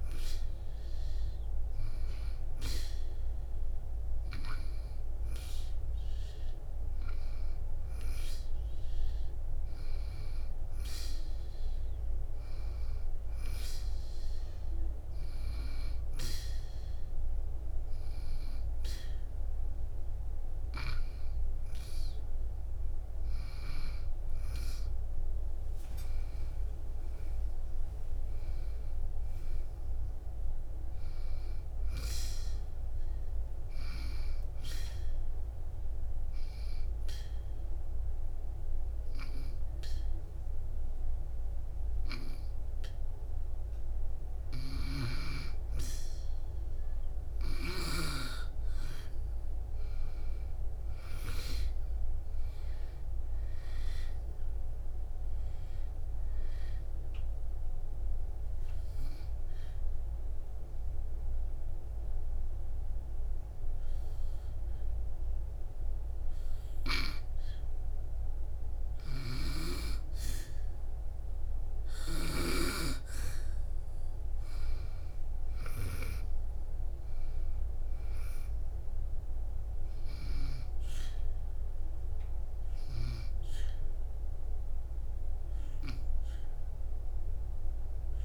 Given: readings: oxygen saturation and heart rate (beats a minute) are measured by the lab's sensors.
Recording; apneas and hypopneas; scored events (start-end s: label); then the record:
breathing in sleep by a room microphone; 3
15.50-25.50 s: hypopnea (oxygen 97% before, 93% lowest, heart rate 68 before, 63 extreme, up 2 after)
27.50-30.50 s: arousal
35.50-45.50 s: obstructive apnea (oxygen 95% before, 93% lowest, heart rate 70 before, 63 extreme, up 3 after)
48.00-51.00 s: arousal
59.50-71.50 s: hypopnea (oxygen 96% before, 91% lowest, heart rate 66 before, 63 extreme, up 7 after)
75.00-78.50 s: arousal
From the record:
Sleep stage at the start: N2 (light sleep); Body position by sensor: on the back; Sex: female